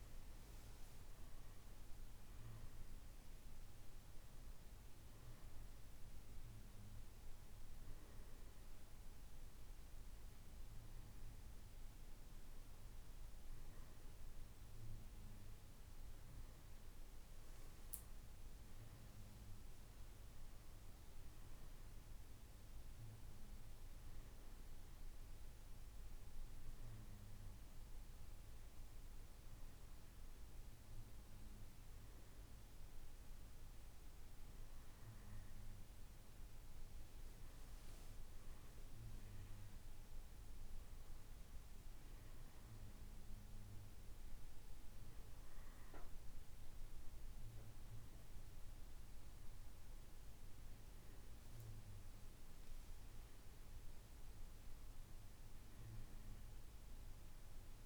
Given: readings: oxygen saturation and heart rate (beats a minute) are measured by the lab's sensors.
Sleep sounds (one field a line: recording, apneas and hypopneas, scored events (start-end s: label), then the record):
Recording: breathing in sleep, hard to hear, by a room microphone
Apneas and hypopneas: none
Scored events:
none scored
From the record:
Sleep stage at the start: N2 (light sleep)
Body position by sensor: on the right side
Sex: male